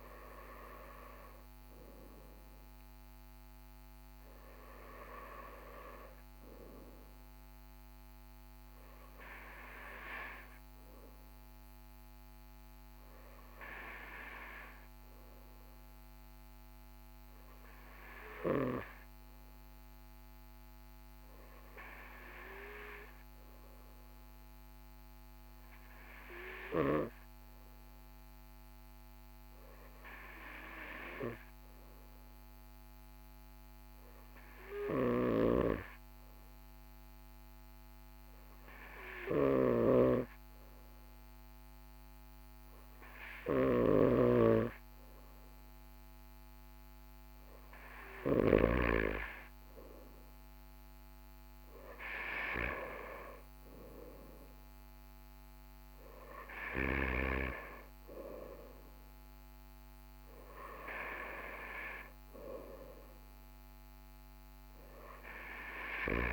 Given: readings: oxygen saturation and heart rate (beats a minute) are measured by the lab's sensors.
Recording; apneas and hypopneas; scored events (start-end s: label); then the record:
breathing in sleep by a microphone on the trachea; none
43.50-48.50 s: snoring (device-marked)
50.50-54.00 s: arousal
From the record:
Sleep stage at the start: N2 (light sleep); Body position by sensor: on the right side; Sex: male